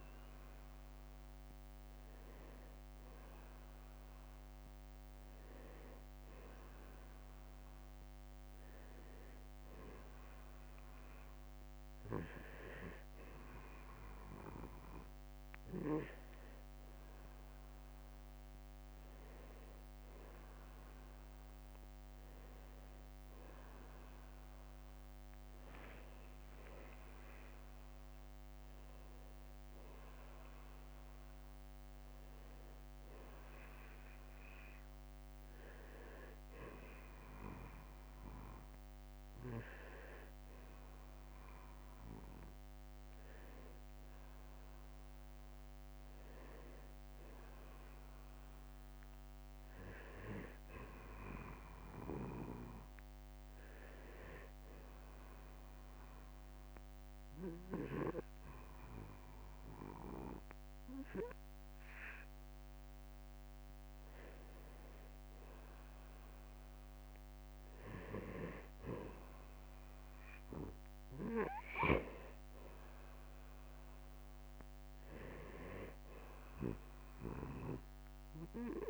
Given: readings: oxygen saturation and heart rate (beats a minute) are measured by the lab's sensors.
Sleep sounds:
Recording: breathing in sleep by a microphone on the trachea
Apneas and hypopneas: 1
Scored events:
3.00-5.00 s: long interval between heartbeats (device-marked, heart rate 62 before, 69 extreme)
12.50-14.50 s: long interval between heartbeats (device-marked, heart rate 60 before, 62 extreme)
20.00-50.00 s: new sleep stage, N1 (lightest sleep)
25.50-30.50 s: arousal
48.00-50.00 s: long interval between heartbeats (device-marked, heart rate 60 before, 58 extreme)
50.00-78.90 s: new sleep stage, N2 (light sleep)
54.50-64.50 s: obstructive apnea (oxygen 94% before, 91% lowest, heart rate 60 before, 49 extreme, up 8 after)
68.00-70.00 s: long interval between heartbeats (device-marked, heart rate 58 before, 55 extreme)
68.00-73.00 s: arousal
From the record:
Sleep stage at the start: N2 (light sleep)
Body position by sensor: on the back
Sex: male

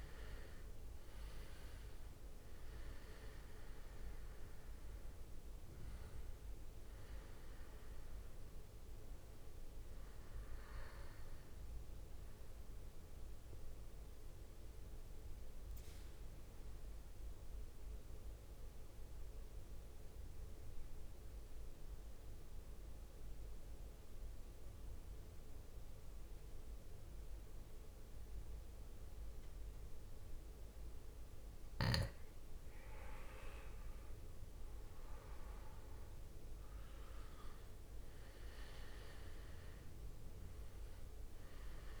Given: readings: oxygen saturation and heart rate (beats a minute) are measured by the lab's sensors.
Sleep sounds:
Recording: breathing in sleep, hard to hear, by a room microphone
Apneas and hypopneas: 1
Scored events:
0.00-12.50 s: drop in pulse transit time (device-marked, heart rate 60 extreme)
0.00-20.50 s: oxygen desaturation (device-marked, oxygen 90% lowest, heart rate 54 extreme)
12.50-32.00 s: mixed apnea (oxygen 98% before, 90% lowest, heart rate 66 before, 55 extreme, up 9 after)
32.50-42.00 s: oxygen desaturation (device-marked, oxygen 99% before, 92% lowest, heart rate 59 before, 56 extreme)
33.50-38.00 s: arousal
From the record:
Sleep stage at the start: N2 (light sleep)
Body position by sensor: on the back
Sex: male

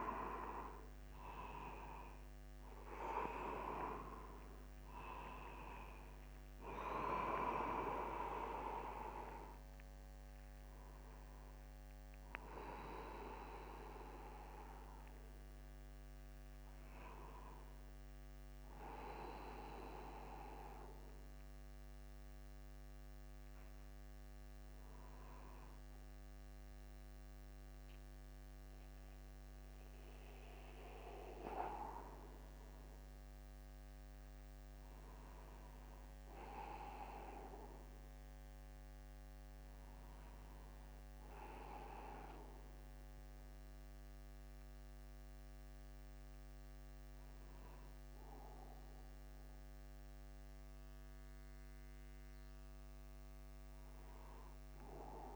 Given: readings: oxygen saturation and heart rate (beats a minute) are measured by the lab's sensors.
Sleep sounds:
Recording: breathing in sleep by a microphone on the trachea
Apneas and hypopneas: none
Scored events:
6.50-8.50 s: long interval between heartbeats (device-marked, heart rate 50 before, 60 extreme)
13.50-55.35 s: new sleep stage, N1 (lightest sleep)
15.00-20.00 s: arousal
From the record:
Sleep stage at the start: N2 (light sleep)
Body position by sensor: upright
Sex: male

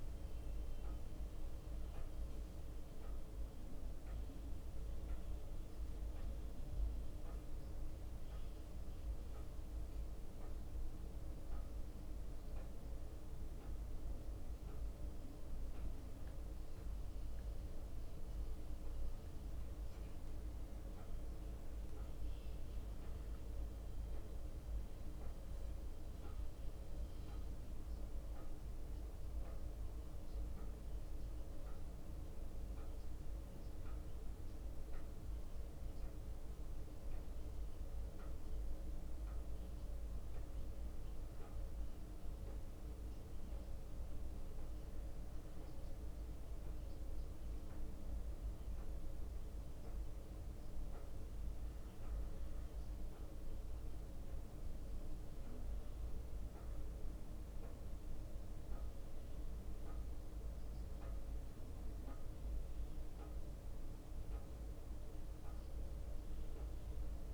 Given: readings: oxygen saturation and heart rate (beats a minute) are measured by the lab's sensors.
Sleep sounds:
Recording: a person awake in a sleep study, hard to hear, by a room microphone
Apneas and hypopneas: none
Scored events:
1.00-3.00 s: leg movement (device-marked)
6.50-25.50 s: bradycardia (device-marked, heart rate 60 before, 58 extreme)
12.00-21.00 s: leg movement (device-marked)
29.50-38.50 s: bradycardia (device-marked, heart rate 60 before, 59 extreme)
41.50-57.50 s: bradycardia (device-marked, heart rate 60 before, 58 extreme)
61.50-66.50 s: bradycardia (device-marked, heart rate 60 before, 59 extreme)
From the record:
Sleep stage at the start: awake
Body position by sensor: on the back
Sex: male

